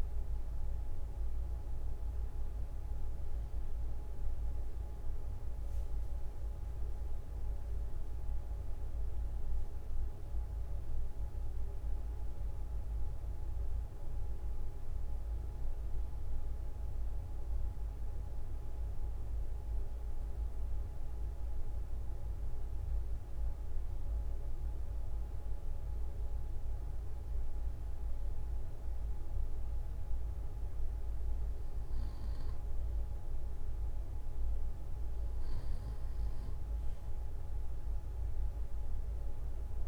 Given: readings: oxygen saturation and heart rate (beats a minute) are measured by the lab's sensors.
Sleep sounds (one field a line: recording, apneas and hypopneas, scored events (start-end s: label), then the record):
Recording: breathing in sleep, hard to hear, by a room microphone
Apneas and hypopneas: none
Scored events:
5.50-7.50 s: long interval between heartbeats (device-marked)
From the record:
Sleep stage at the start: REM sleep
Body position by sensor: on the front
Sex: male